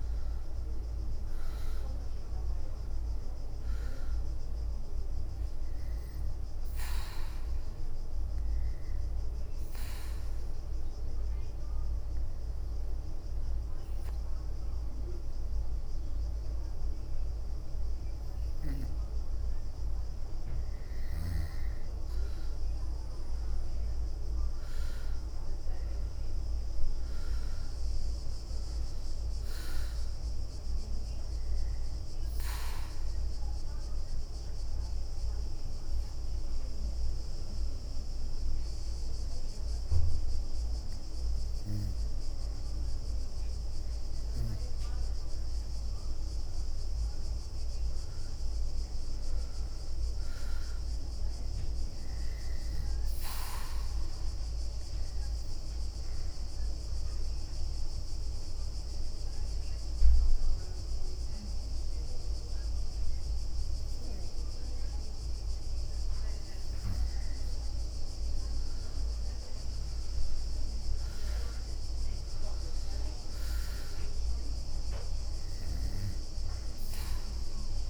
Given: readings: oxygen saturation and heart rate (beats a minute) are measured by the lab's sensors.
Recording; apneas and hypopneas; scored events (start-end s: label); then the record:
breathing in sleep, hard to hear, by a room microphone; 3
0.00-3.50 s: arousal
2.50-19.50 s: oxygen desaturation (device-marked, oxygen 97% before, 93% lowest, heart rate 61 before, 56 extreme)
5.00-17.00 s: hypopnea (oxygen 97% before, 92% lowest, heart rate 62 before, 56 extreme, up 14 after)
7.50-14.50 s: bradycardia (device-marked, heart rate 65 before, 56 extreme)
22.00-26.50 s: arousal
26.50-43.50 s: oxygen desaturation (device-marked, oxygen 97% before, 92% lowest, heart rate 63 before, 58 extreme)
31.50-42.00 s: obstructive apnea (oxygen 97% before, 92% lowest, heart rate 64 before, 59 extreme, up 10 after)
32.50-36.50 s: bradycardia (device-marked, heart rate 65 before, 58 extreme)
46.50-51.50 s: arousal
55.50-65.50 s: oxygen desaturation (device-marked, oxygen 97% before, 93% lowest, heart rate 64 before, 57 extreme)
56.00-67.50 s: obstructive apnea (oxygen 97% before, 90% lowest, heart rate 64 before, 57 extreme, up 10 after)
69.50-74.50 s: arousal
72.50-77.89 s: oxygen desaturation (device-marked, oxygen 97% before, 92% lowest, heart rate 64 before, 52 extreme)
76.50-77.89 s: bradycardia (device-marked, heart rate 65 before, 57 extreme)
From the record:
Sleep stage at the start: N2 (light sleep); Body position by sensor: on the back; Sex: female